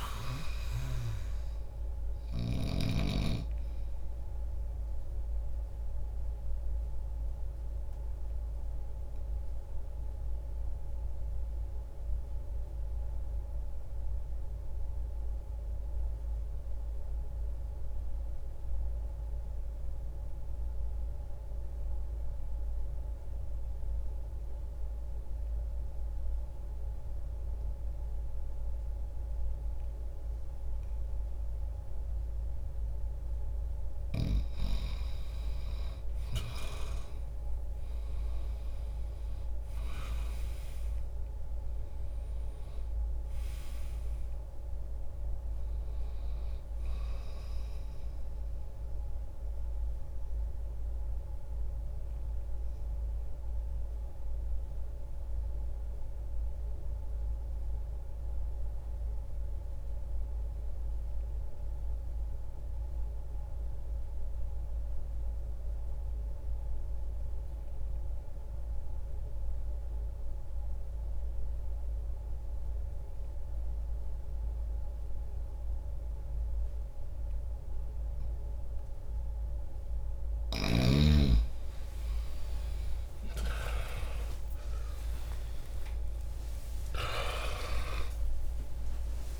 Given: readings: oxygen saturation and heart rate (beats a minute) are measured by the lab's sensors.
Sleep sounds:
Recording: breathing in sleep by a room microphone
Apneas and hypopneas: 2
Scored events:
0.00-7.00 s: oxygen desaturation (device-marked, oxygen 91% lowest, heart rate 60 extreme)
5.50-32.00 s: mixed apnea (oxygen 96% before, 81% lowest, heart rate 60 before, 60 extreme, up 0 after)
16.00-30.00 s: oxygen desaturation (device-marked, oxygen 92% before, 84% lowest, heart rate 60 before, 60 extreme)
35.00-40.00 s: arousal
49.00-79.00 s: mixed apnea (oxygen 96% before, 81% lowest, heart rate 60 before, 60 extreme, up 58 after)
60.00-75.00 s: oxygen desaturation (device-marked, oxygen 92% before, 81% lowest, heart rate 60 before, 60 extreme)
77.00-87.00 s: oxygen desaturation (device-marked, oxygen 97% before, 91% lowest, heart rate 60 before, 71 extreme)
82.00-89.40 s: arousal
From the record:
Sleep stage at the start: N2 (light sleep)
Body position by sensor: on the back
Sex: male

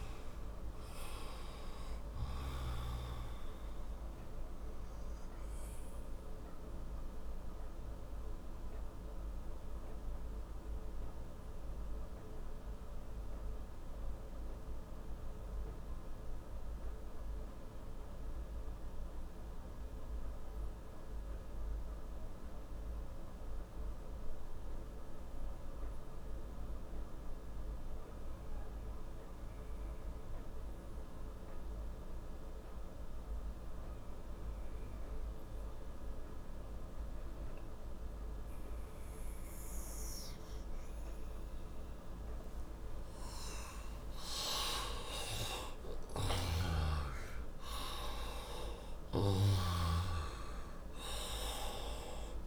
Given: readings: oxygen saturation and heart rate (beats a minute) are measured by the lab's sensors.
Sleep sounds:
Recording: breathing in sleep by a room microphone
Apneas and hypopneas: 1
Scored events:
0.00-21.50 s: oxygen desaturation (device-marked, oxygen 85% lowest, heart rate 53 extreme)
4.50-42.00 s: mixed apnea (oxygen 97% before, 85% lowest, heart rate 64 before, 53 extreme, up 35 after)
44.00-50.00 s: arousal
46.00-52.47 s: snoring (device-marked)
49.50-52.47 s: oxygen desaturation (device-marked, oxygen 95% before, 87% lowest, heart rate 71 before, 57 extreme)
From the record:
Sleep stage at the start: N2 (light sleep)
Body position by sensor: on the right side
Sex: male

